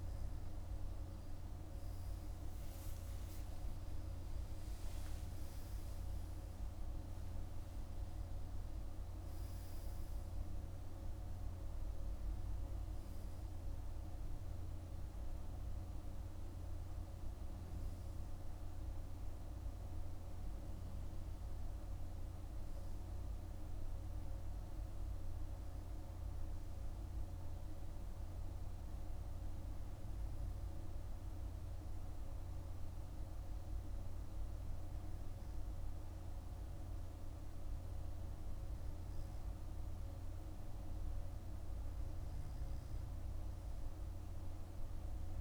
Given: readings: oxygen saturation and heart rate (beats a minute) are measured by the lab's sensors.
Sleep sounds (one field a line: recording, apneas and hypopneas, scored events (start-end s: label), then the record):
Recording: breathing in sleep, hard to hear, by a room microphone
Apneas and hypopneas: none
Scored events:
none scored
From the record:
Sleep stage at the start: N2 (light sleep)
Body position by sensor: on the right side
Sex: male